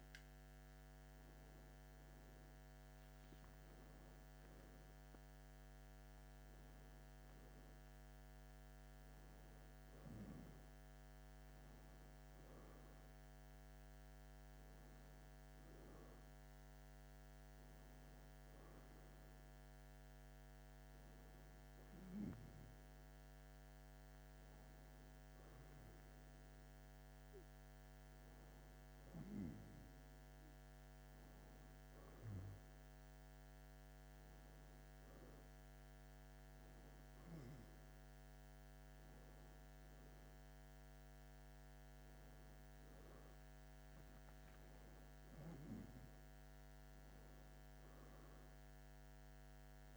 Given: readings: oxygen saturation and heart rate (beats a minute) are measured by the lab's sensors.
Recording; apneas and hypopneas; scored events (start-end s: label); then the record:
a person awake in a sleep study, hard to hear, by a microphone on the trachea; none
none scored
From the record:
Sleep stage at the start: awake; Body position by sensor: on the back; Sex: male